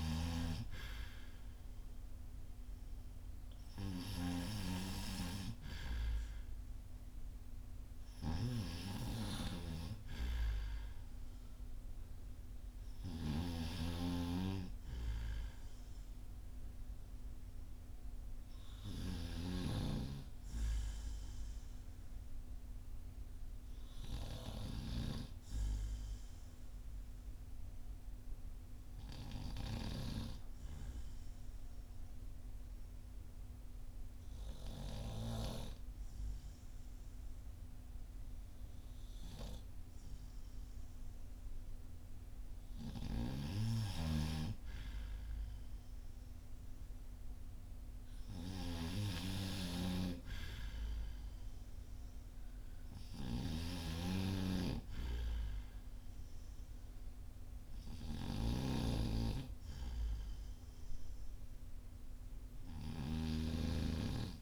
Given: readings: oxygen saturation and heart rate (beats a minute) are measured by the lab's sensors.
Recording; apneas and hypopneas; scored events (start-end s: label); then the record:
breathing in sleep by a room microphone; 1
5.00-24.00 s: oxygen desaturation (device-marked, oxygen 97% before, 92% lowest, heart rate 46 before, 35 extreme)
7.50-13.00 s: snoring (device-marked)
28.50-42.50 s: obstructive apnea (oxygen 97% before, 92% lowest, heart rate 49 before, 40 extreme, up 7 after)
43.50-64.42 s: snoring (device-marked)
45.50-49.50 s: arousal
From the record:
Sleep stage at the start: N2 (light sleep); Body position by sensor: on the back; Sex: male